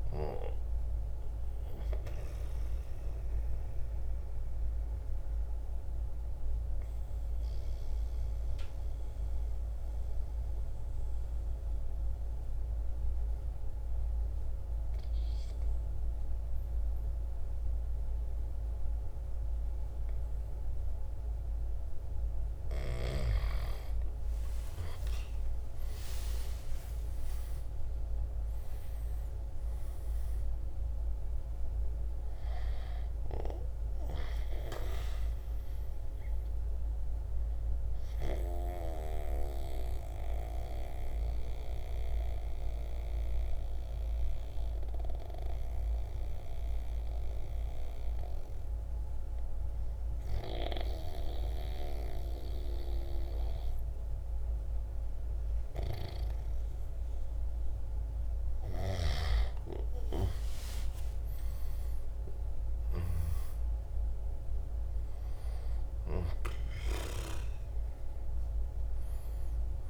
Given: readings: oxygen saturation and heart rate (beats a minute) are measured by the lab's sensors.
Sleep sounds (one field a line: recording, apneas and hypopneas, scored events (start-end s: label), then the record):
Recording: breathing in sleep by a room microphone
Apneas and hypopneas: 2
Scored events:
0.00-17.00 s: oxygen desaturation (device-marked, oxygen 90% lowest, heart rate 53 extreme)
0.50-22.00 s: obstructive apnea (oxygen 98% before, 89% lowest, heart rate 58 before, 51 extreme, up 10 after)
25.50-31.00 s: arousal
29.00-38.00 s: drop in pulse transit time (device-marked, heart rate 55 before, 57 extreme)
33.00-53.00 s: oxygen desaturation (device-marked, oxygen 97% before, 89% lowest, heart rate 57 before, 51 extreme)
38.00-57.50 s: obstructive apnea (oxygen 98% before, 89% lowest, heart rate 59 before, 51 extreme, up 7 after)
59.00-63.00 s: arousal
66.00-69.90 s: oxygen desaturation (device-marked, oxygen 98% before, 91% lowest, heart rate 58 before, 53 extreme)
From the record:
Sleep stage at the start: N2 (light sleep)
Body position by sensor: on the right side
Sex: male